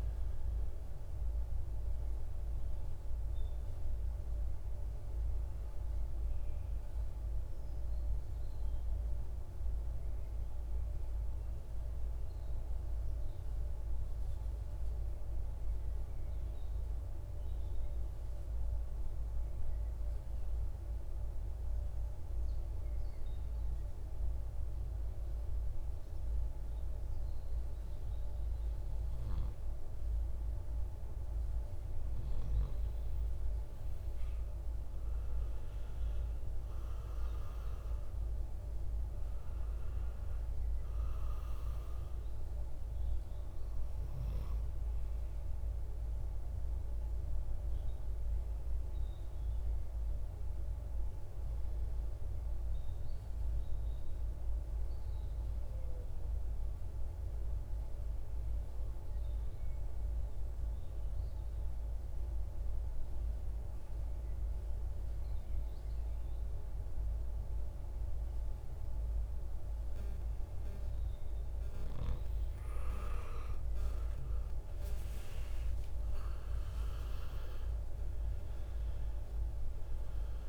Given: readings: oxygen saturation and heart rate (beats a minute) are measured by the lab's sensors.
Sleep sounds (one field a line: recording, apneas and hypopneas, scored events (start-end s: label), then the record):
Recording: breathing in sleep, hard to hear, by a room microphone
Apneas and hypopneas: 2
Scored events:
0.00-15.50 s: oxygen desaturation (device-marked, oxygen 88% lowest, heart rate 50 extreme)
3.50-26.00 s: hypopnea (oxygen 97% before, 88% lowest, heart rate 65 before, 50 extreme, up 10 after)
27.50-31.00 s: arousal
33.50-55.50 s: oxygen desaturation (device-marked, oxygen 98% before, 93% lowest, heart rate 54 before, 52 extreme)
57.00-71.00 s: obstructive apnea (oxygen 98% before, 91% lowest, heart rate 59 before, 52 extreme, up 28 after)
71.50-80.49 s: oxygen desaturation (device-marked, oxygen 98% before, 91% lowest, heart rate 54 before, 52 extreme)
73.50-77.50 s: arousal
From the record:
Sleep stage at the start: N2 (light sleep)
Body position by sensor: on the right side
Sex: male